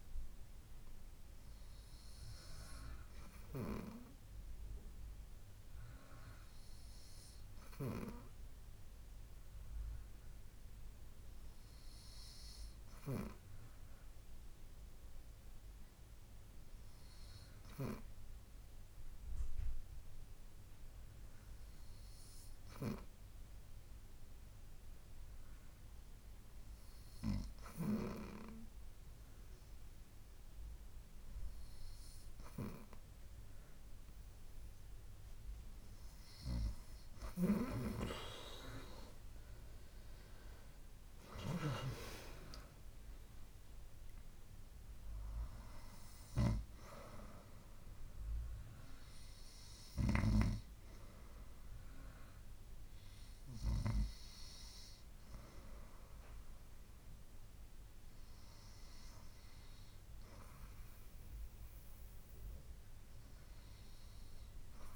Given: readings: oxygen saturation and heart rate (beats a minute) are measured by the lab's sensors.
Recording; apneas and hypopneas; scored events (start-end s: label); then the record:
breathing in sleep by a room microphone; 1
5.50-34.00 s: obstructive apnea (oxygen 97% before, 94% lowest, heart rate 69 before, 69 extreme, up 5 after)
35.50-40.00 s: arousal
From the record:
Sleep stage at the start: N2 (light sleep); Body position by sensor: on the right side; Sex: female